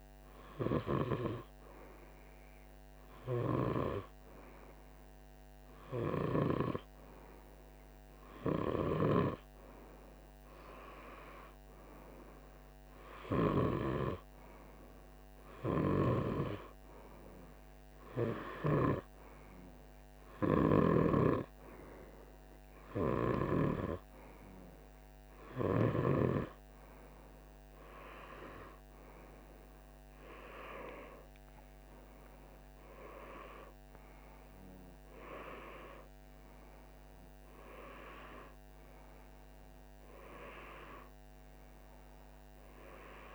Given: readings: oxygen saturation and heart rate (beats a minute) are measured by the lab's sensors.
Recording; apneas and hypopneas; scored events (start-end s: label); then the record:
breathing in sleep by a microphone on the trachea; none
37.00-43.35 s: new sleep stage, awake
From the record:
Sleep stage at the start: N2 (light sleep); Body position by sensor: on the right side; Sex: male